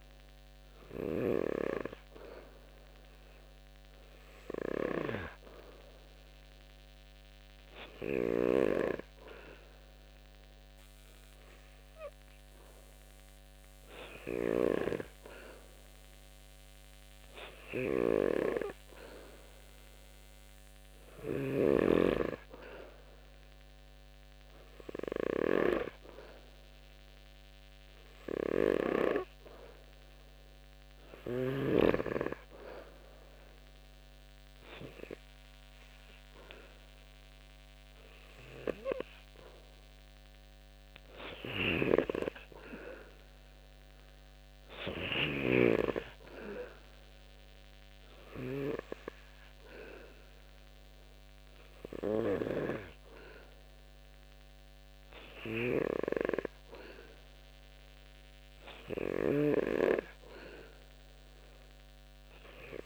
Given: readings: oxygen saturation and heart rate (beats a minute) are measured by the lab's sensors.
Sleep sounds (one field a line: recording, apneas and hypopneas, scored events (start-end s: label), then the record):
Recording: breathing in sleep by a microphone on the trachea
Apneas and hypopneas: none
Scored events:
none scored
From the record:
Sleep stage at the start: N2 (light sleep)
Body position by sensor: on the back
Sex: male